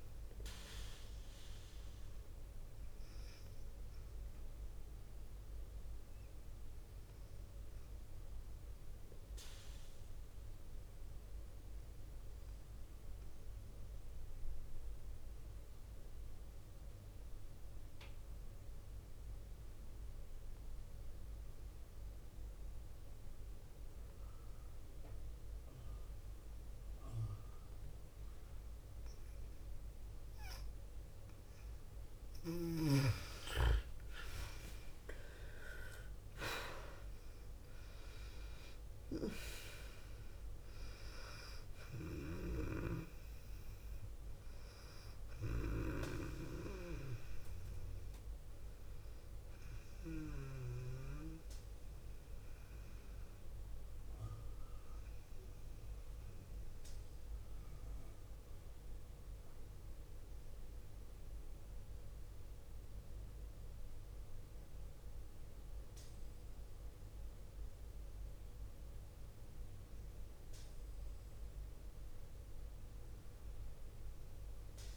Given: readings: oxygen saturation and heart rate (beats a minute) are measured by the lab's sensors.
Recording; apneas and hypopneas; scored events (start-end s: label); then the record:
breathing in sleep by a room microphone; 1
9.00-31.00 s: mixed apnea (oxygen 97% before, 90% lowest, heart rate 53 before, 47 extreme, up 11 after)
28.00-63.00 s: oxygen desaturation (device-marked, oxygen 100% before, 90% lowest, heart rate 48 before, 48 extreme)
32.50-35.50 s: arousal
42.00-45.50 s: snoring (device-marked)
From the record:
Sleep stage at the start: N2 (light sleep); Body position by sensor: on the left side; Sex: female